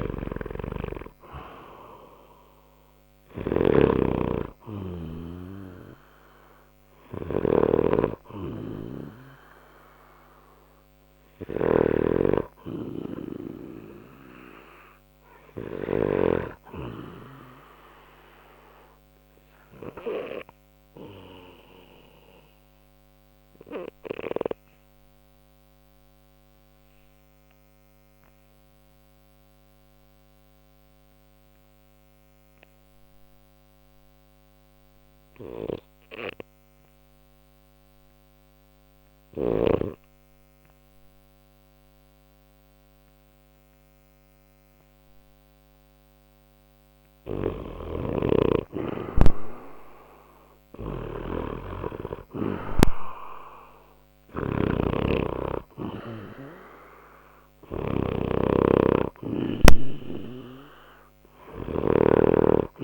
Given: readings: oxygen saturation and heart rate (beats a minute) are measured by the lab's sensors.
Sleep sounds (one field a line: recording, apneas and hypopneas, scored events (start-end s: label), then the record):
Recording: breathing in sleep by a microphone on the trachea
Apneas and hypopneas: 1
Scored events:
0.00-16.00 s: snoring (device-marked)
0.00-22.50 s: oxygen desaturation (device-marked, oxygen 88% lowest, heart rate 59 extreme)
17.00-46.50 s: obstructive apnea (oxygen 96% before, 88% lowest, heart rate 61 before, 60 extreme, up 4 after)
42.50-62.83 s: oxygen desaturation (device-marked, oxygen 96% before, 89% lowest, heart rate 60 before, 59 extreme)
48.00-52.00 s: arousal
54.00-62.83 s: snoring (device-marked)
From the record:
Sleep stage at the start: N2 (light sleep)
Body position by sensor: on the left side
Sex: male